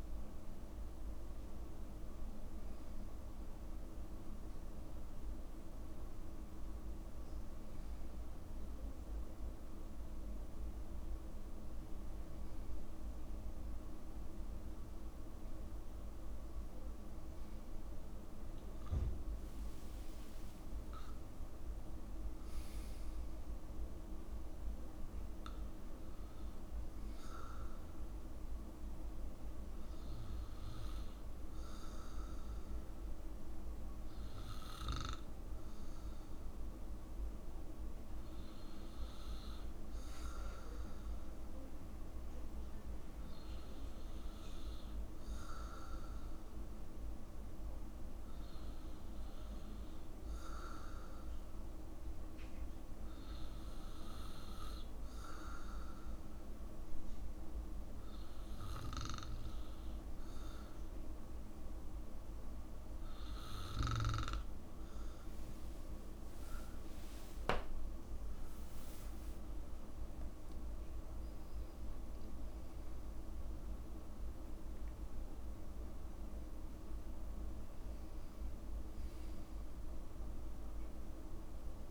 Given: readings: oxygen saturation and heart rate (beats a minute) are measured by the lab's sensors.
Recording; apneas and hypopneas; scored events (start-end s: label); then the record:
breathing in sleep, hard to hear, by a room microphone; 1
22.00-25.50 s: arousal
32.50-65.00 s: obstructive apnea (oxygen 96% before, 92% lowest, heart rate 66 before, 60 extreme, up 8 after)
70.50-75.50 s: arousal
From the record:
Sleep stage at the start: N2 (light sleep); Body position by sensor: on the back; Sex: male